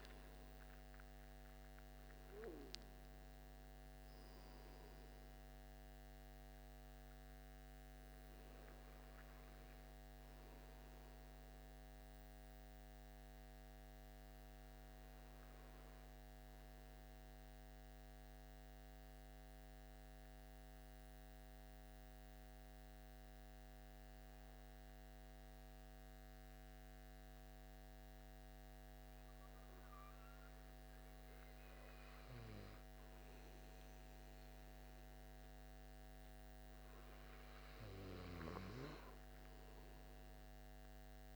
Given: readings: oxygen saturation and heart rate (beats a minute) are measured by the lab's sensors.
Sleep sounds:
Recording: breathing in sleep, hard to hear, by a microphone on the trachea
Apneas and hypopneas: 1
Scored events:
0.00-22.00 s: oxygen desaturation (device-marked, oxygen 93% lowest)
13.50-33.00 s: hypopnea (oxygen 97% before, 93% lowest)
35.00-38.50 s: arousal
From the record:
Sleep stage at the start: N2 (light sleep)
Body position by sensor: on the right side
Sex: male

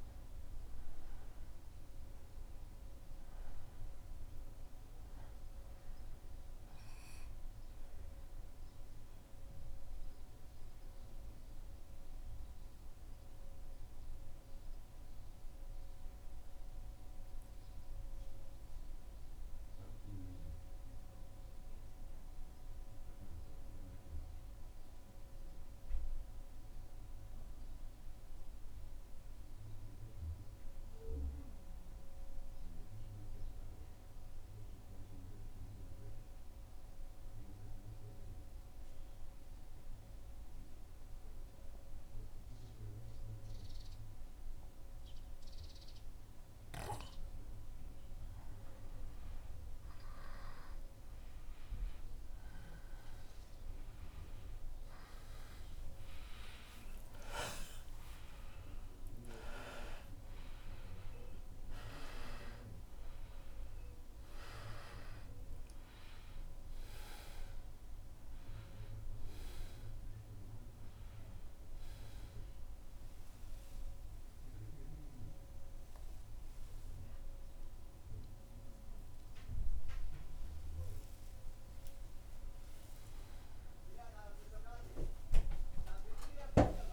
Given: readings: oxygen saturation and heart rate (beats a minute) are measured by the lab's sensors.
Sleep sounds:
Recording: a person partly awake in a sleep study, by a room microphone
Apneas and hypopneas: 1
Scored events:
11.50-46.00 s: mixed apnea (oxygen 95% before, 90% lowest, heart rate 77 before, 75 extreme, up 0 after)
40.00-67.00 s: oxygen desaturation (device-marked, oxygen 98% before, 90% lowest, heart rate 77 before, 75 extreme)
63.00-86.93 s: new sleep stage, awake
From the record:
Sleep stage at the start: N2 (light sleep)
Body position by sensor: on the back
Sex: male

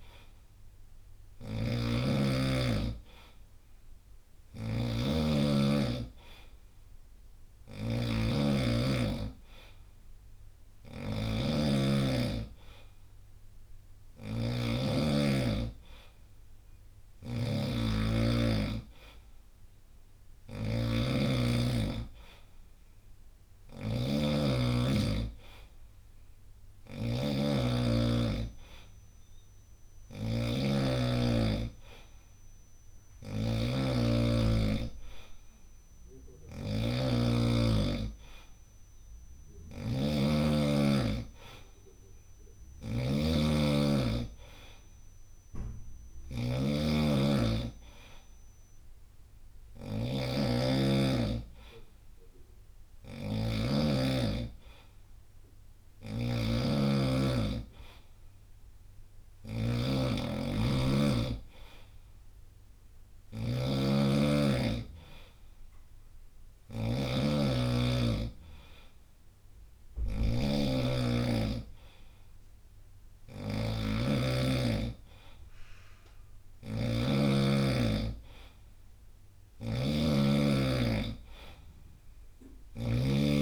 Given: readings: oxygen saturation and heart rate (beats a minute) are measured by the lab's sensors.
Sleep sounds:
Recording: breathing in sleep by a room microphone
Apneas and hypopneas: none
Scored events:
0.00-83.42 s: snoring (device-marked)
81.00-83.00 s: long interval between heartbeats (device-marked, heart rate 69 before, 71 extreme)
From the record:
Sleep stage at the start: N2 (light sleep)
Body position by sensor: on the right side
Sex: male

